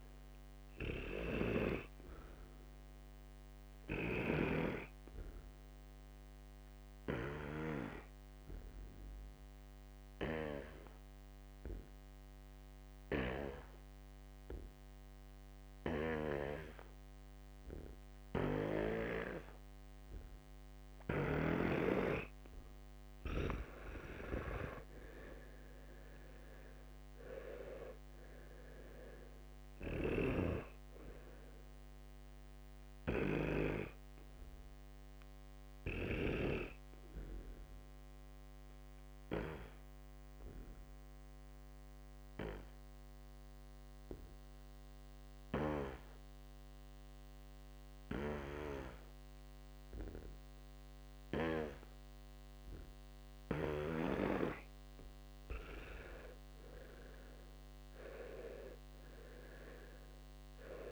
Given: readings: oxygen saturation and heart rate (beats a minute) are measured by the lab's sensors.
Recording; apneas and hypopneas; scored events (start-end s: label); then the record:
breathing in sleep by a microphone on the trachea; 2
0.00-22.00 s: oxygen desaturation (device-marked, oxygen 93% lowest, heart rate 60 extreme)
2.00-22.50 s: obstructive apnea (oxygen 100% before, 93% lowest, heart rate 67 before, 60 extreme, up 19 after)
24.00-27.50 s: arousal
33.50-54.50 s: obstructive apnea (oxygen 100% before, 91% lowest, heart rate 71 before, 60 extreme, up 14 after)
35.00-42.00 s: oxygen desaturation (device-marked, oxygen 99% before, 94% lowest, heart rate 71 before, 60 extreme)
56.00-60.50 s: arousal
From the record:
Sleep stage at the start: N2 (light sleep); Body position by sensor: on the back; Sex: male